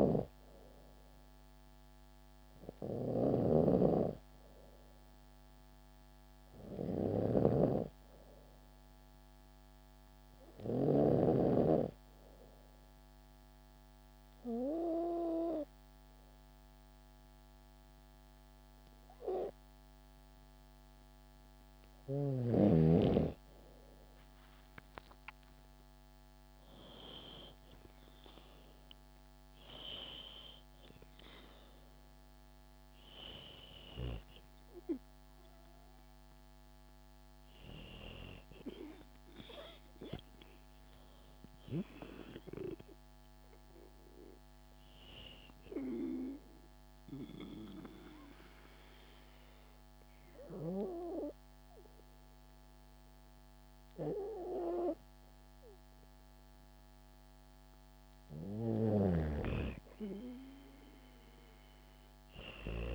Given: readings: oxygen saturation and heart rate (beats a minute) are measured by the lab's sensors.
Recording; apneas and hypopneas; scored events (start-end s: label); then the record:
breathing in sleep by a microphone on the trachea; 2
0.00-10.50 s: snoring (device-marked)
11.50-21.50 s: obstructive apnea (oxygen 95% before, 92% lowest, heart rate 69 before, 64 extreme, up 14 after)
24.00-28.50 s: arousal
45.50-58.00 s: obstructive apnea (oxygen 95% before, 93% lowest, heart rate 74 before, 62 extreme, up 3 after)
58.00-62.50 s: snoring (device-marked)
59.50-62.95 s: arousal
From the record:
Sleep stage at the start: N2 (light sleep); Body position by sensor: on the back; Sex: female